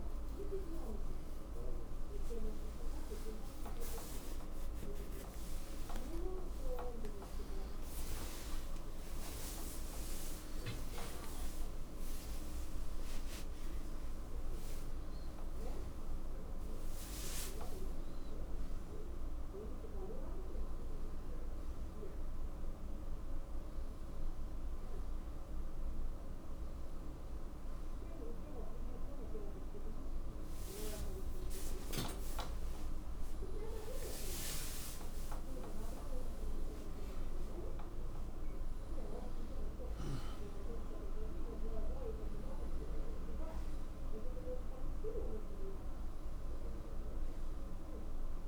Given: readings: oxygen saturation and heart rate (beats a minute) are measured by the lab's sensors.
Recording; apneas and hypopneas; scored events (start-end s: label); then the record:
a person awake in a sleep study, by a room microphone; none
27.00-48.47 s: oxygen desaturation (device-marked, oxygen 96% before, 89% lowest, heart rate 62 before, 83 extreme)
35.00-48.47 s: new sleep stage, N1 (lightest sleep)
From the record:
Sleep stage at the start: awake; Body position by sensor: on the right side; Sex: male